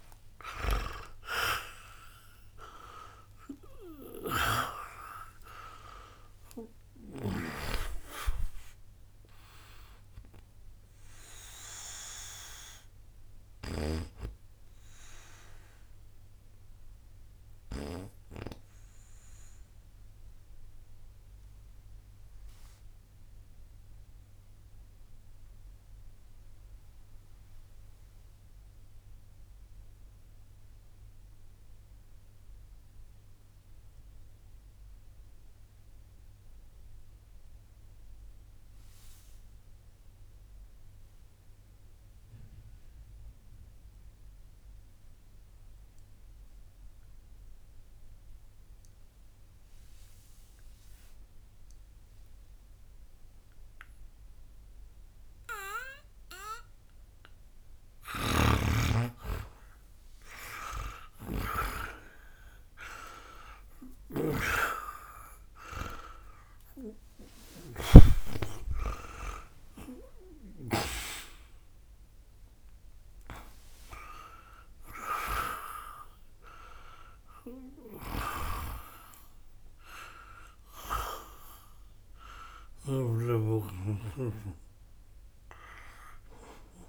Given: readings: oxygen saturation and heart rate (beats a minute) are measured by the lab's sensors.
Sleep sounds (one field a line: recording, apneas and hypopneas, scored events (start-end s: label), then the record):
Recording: breathing in sleep by a room microphone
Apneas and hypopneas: 1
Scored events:
0.00-31.00 s: oxygen desaturation (device-marked, oxygen 99% before, 79% lowest, heart rate 62 before, 52 extreme)
4.00-8.00 s: bradycardia (device-marked, heart rate 72 before, 54 extreme)
15.00-55.50 s: obstructive apnea (oxygen 93% before, 76% lowest, heart rate 75 before, 60 extreme, up 16 after)
52.00-86.89 s: oxygen desaturation (device-marked, oxygen 99% before, 76% lowest, heart rate 61 before, 60 extreme)
58.00-67.50 s: snoring (device-marked)
62.00-66.00 s: arousal
From the record:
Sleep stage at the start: N2 (light sleep)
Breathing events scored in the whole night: 189 in 3.6 hours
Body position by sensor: on the back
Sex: male